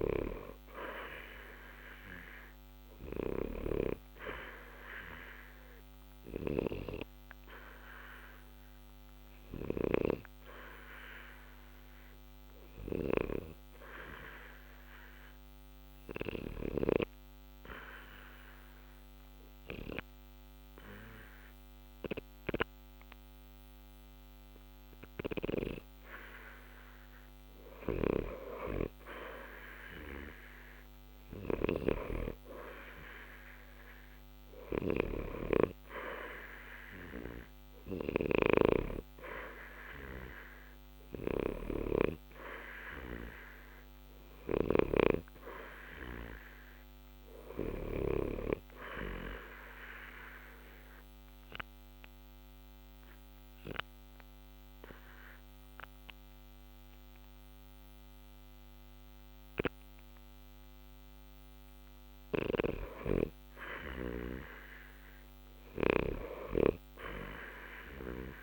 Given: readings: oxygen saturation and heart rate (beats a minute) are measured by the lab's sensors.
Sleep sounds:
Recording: breathing in sleep by a microphone on the trachea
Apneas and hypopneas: 2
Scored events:
0.00-19.50 s: oxygen desaturation (device-marked, oxygen 83% lowest, heart rate 60 extreme)
5.50-24.50 s: obstructive apnea (oxygen 88% before, 83% lowest, heart rate 61 before, 60 extreme, up 0 after)
27.00-30.00 s: arousal
38.50-63.50 s: oxygen desaturation (device-marked, oxygen 90% before, 84% lowest, heart rate 60 before, 60 extreme)
49.50-62.50 s: obstructive apnea (oxygen 90% before, 83% lowest, heart rate 60 before, 60 extreme, up 0 after)
66.00-68.43 s: arousal
From the record:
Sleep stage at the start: N2 (light sleep)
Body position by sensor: on the back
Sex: male

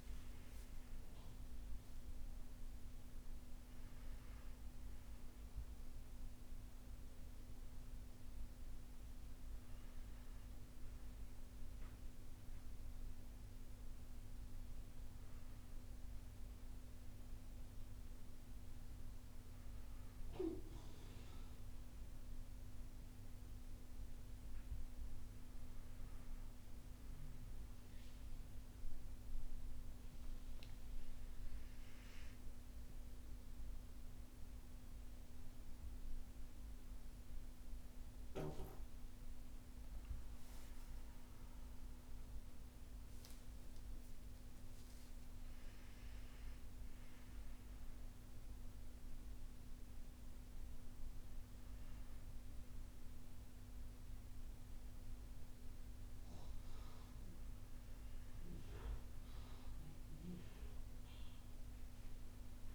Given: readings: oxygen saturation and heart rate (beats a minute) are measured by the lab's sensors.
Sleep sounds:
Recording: breathing in sleep, hard to hear, by a room microphone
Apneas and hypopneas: none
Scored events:
none scored
From the record:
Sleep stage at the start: N1 (lightest sleep)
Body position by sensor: on the right side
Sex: male

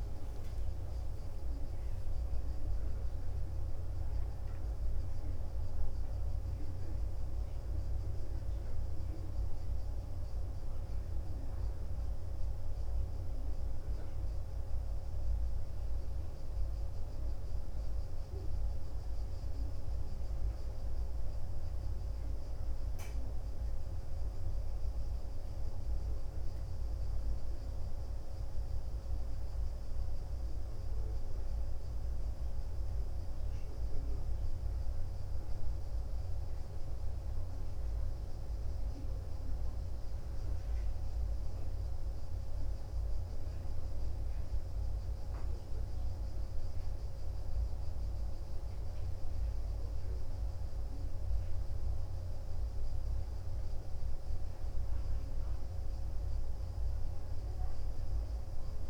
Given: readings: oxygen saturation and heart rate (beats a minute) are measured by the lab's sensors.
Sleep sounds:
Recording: breathing in sleep, hard to hear, by a room microphone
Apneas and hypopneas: 1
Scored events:
8.50-19.50 s: central apnea (oxygen 93% before, 91% lowest, heart rate 59 before, 39 extreme, up 6 after)
24.00-28.00 s: arousal
36.50-52.50 s: oxygen desaturation (device-marked, oxygen 96% before, 92% lowest, heart rate 50 before, 50 extreme)
From the record:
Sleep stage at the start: N2 (light sleep)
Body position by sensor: on the back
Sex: male

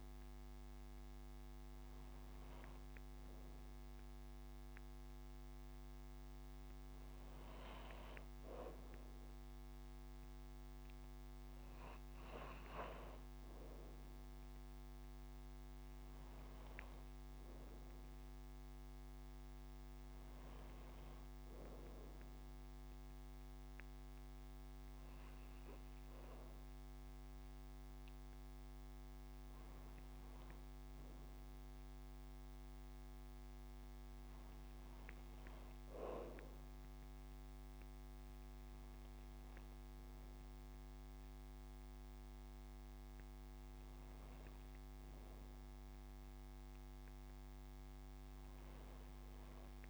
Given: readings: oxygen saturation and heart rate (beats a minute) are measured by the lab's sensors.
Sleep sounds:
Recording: breathing in sleep, hard to hear, by a microphone on the trachea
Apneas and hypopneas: none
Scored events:
none scored
From the record:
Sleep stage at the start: N2 (light sleep)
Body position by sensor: on the back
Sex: female

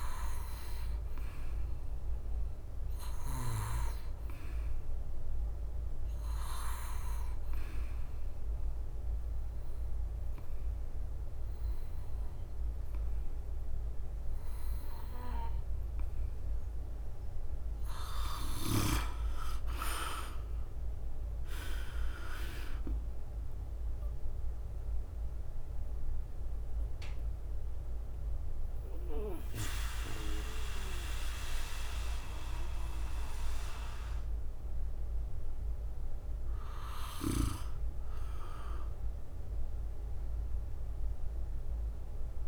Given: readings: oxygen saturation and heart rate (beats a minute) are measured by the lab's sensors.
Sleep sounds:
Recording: breathing in sleep by a room microphone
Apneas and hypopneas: 2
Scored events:
2.50-15.50 s: hypopnea (oxygen 92% before, 88% lowest, heart rate 59 before, 61 extreme, up 6 after)
18.00-21.00 s: arousal
21.50-37.50 s: drop in pulse transit time (device-marked, heart rate 62 before, 62 extreme)
23.50-36.50 s: mixed apnea (oxygen 92% before, 88% lowest, heart rate 62 before, 58 extreme, up 6 after)
26.50-39.50 s: oxygen desaturation (device-marked, oxygen 91% before, 88% lowest, heart rate 64 before, 56 extreme)
41.00-42.48 s: arousal
From the record:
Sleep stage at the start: N2 (light sleep)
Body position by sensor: on the back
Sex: male

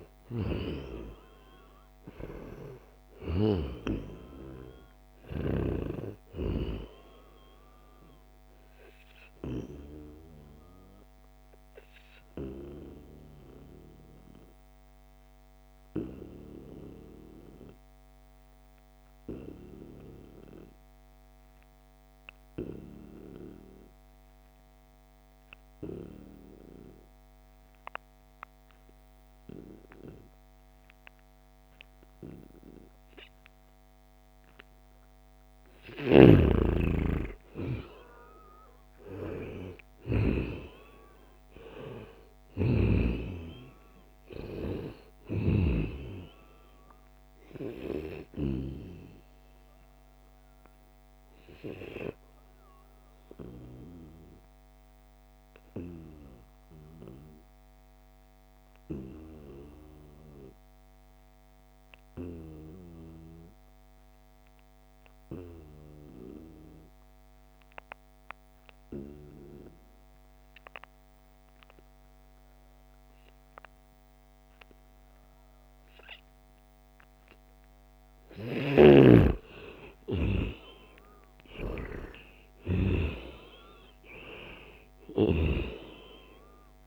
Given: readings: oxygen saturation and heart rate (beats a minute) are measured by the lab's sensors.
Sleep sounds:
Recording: breathing in sleep by a microphone on the trachea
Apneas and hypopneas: 2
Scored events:
0.00-20.50 s: oxygen desaturation (device-marked, oxygen 91% lowest, heart rate 70 extreme)
9.00-35.50 s: obstructive apnea (oxygen 97% before, 89% lowest, heart rate 74 before, 70 extreme, up 3 after)
33.50-61.50 s: oxygen desaturation (device-marked, oxygen 97% before, 89% lowest, heart rate 73 before, 69 extreme)
36.00-40.50 s: snoring (device-marked)
37.00-40.50 s: arousal
52.50-78.50 s: obstructive apnea (oxygen 97% before, 89% lowest, heart rate 77 before, 69 extreme, up 11 after)
75.50-86.87 s: oxygen desaturation (device-marked, oxygen 97% before, 89% lowest, heart rate 73 before, 70 extreme)
78.50-83.00 s: snoring (device-marked)
80.00-85.00 s: arousal
85.00-86.87 s: snoring (device-marked)
From the record:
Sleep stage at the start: N2 (light sleep)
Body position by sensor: on the back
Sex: male

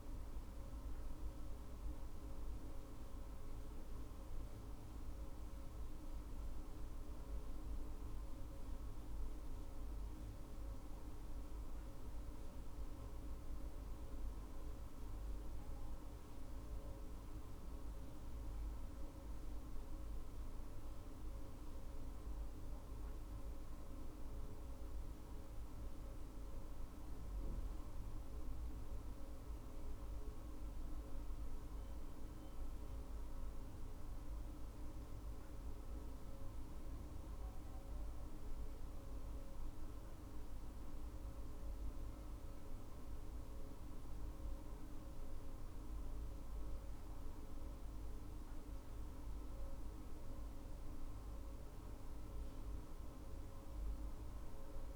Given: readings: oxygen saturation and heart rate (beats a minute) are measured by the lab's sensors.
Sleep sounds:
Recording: breathing in sleep, hard to hear, by a room microphone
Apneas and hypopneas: none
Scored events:
none scored
From the record:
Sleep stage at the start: N2 (light sleep)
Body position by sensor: on the front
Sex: female

